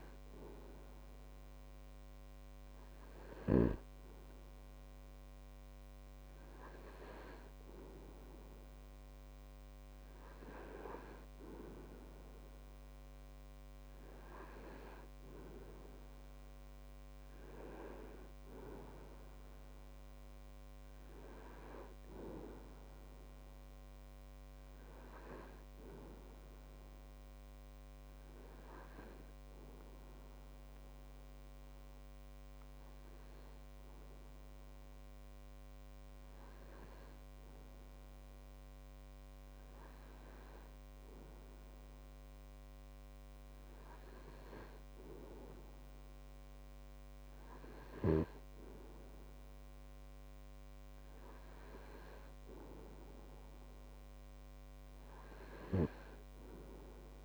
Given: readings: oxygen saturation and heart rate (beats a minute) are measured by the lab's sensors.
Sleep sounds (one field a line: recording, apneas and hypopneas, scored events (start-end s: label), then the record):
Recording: breathing in sleep by a microphone on the trachea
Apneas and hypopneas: 1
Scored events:
28.50-40.00 s: hypopnea (oxygen 97% before, 96% lowest)
41.00-46.00 s: arousal
From the record:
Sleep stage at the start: N2 (light sleep)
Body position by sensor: on the right side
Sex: male